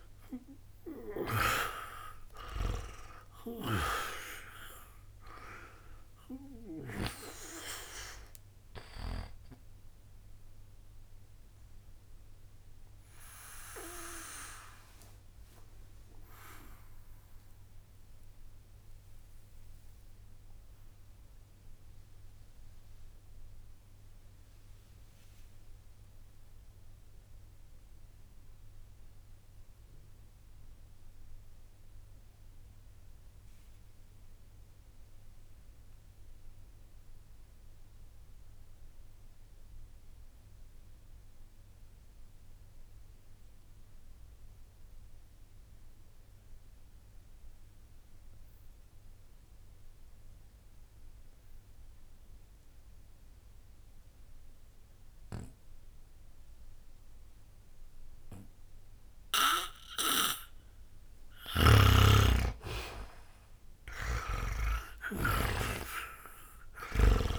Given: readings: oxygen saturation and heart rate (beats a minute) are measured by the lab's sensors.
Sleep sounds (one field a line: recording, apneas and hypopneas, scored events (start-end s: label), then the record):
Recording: breathing in sleep by a room microphone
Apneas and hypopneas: 1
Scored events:
0.00-9.00 s: oxygen desaturation (device-marked, oxygen 89% lowest, heart rate 60 extreme)
10.50-60.50 s: obstructive apnea (oxygen 97% before, 77% lowest, heart rate 79 before, 60 extreme, up 0 after)
16.00-33.00 s: oxygen desaturation (device-marked, oxygen 90% before, 77% lowest, heart rate 78 before, 60 extreme)
51.00-67.39 s: oxygen desaturation (device-marked, oxygen 99% before, 79% lowest, heart rate 60 before, 59 extreme)
61.00-67.00 s: snoring (device-marked)
63.50-67.39 s: arousal
From the record:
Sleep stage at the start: N2 (light sleep)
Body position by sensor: on the back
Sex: male